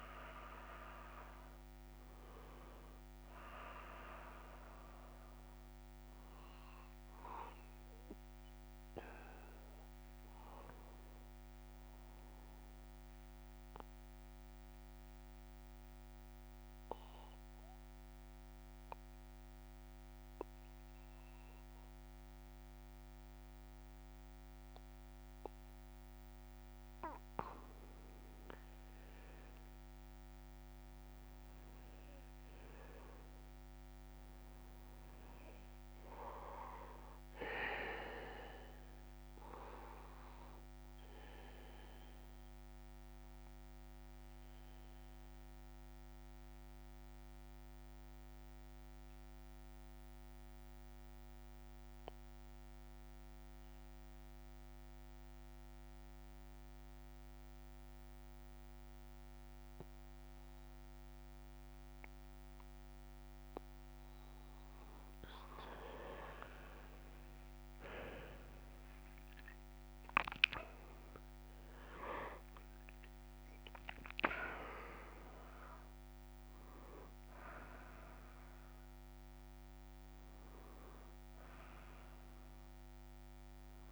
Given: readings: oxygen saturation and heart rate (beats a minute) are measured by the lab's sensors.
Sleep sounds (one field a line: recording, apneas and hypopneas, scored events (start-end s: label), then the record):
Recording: breathing in sleep by a microphone on the trachea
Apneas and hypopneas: 2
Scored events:
0.00-16.50 s: oxygen desaturation (device-marked, oxygen 93% lowest, heart rate 85 extreme)
13.00-28.00 s: mixed apnea (oxygen 99% before, 92% lowest, heart rate 177 before, 85 extreme, up 52 after)
36.50-53.50 s: oxygen desaturation (device-marked, oxygen 99% before, 92% lowest, heart rate 125 before, 122 extreme)
40.00-65.00 s: obstructive apnea (oxygen 99% before, 92% lowest, heart rate 119 before, 134 extreme, up 14 after)
69.50-81.50 s: oxygen desaturation (device-marked, oxygen 99% before, 93% lowest, heart rate 151 before, 99 extreme)
From the record:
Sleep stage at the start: N2 (light sleep)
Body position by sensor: on the back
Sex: male